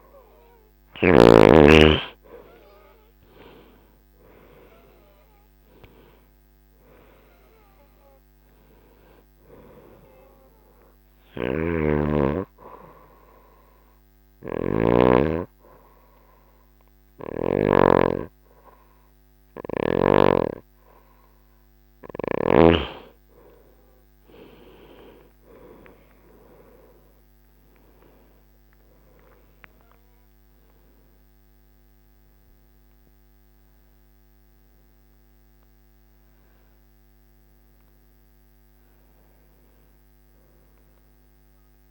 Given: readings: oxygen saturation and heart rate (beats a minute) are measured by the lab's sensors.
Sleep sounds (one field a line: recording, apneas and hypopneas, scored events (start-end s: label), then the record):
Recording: breathing in sleep by a microphone on the trachea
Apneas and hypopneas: 1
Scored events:
0.00-19.00 s: oxygen desaturation (device-marked, oxygen 93% lowest, heart rate 63 extreme)
10.50-17.50 s: snoring (device-marked)
10.50-21.00 s: obstructive apnea (oxygen 97% before, 93% lowest, heart rate 73 before, 63 extreme, up 13 after)
25.50-31.50 s: arousal
From the record:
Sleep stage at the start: N2 (light sleep)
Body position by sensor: on the right side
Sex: female